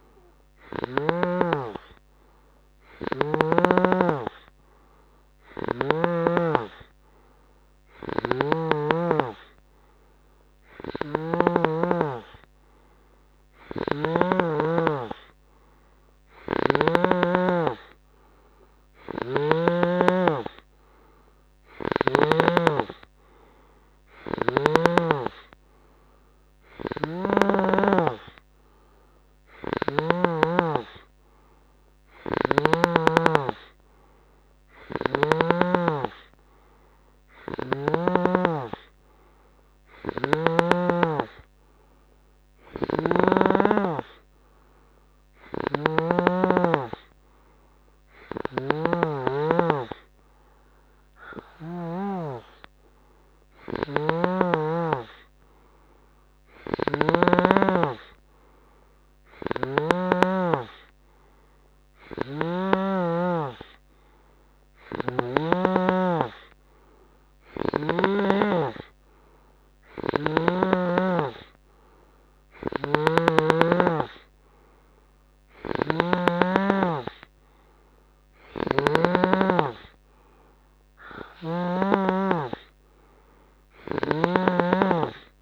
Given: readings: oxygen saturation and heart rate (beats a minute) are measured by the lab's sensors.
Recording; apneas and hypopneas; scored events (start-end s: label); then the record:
breathing in sleep by a microphone on the trachea; none
11.00-14.50 s: snoring (device-marked)
16.50-20.00 s: snoring (device-marked)
27.00-30.50 s: snoring (device-marked)
35.00-38.50 s: snoring (device-marked)
43.00-46.50 s: snoring (device-marked)
48.50-57.50 s: snoring (device-marked)
59.50-63.00 s: snoring (device-marked)
65.00-71.00 s: snoring (device-marked)
73.00-76.50 s: snoring (device-marked)
78.50-82.00 s: snoring (device-marked)
84.00-85.42 s: snoring (device-marked)
From the record:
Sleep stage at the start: N3 (deep sleep); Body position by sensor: on the right side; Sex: male